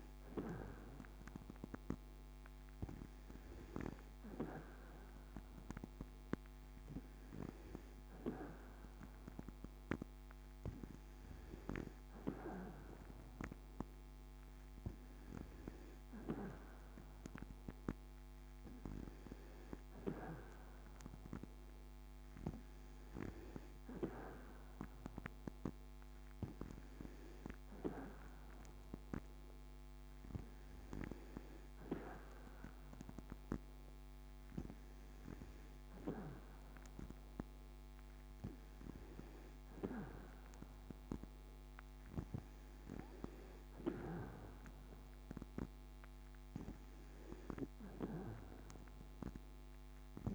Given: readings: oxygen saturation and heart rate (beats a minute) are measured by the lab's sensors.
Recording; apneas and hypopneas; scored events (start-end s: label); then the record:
breathing in sleep by a microphone on the trachea; none
none scored
From the record:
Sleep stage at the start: N2 (light sleep); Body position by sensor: on the back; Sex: female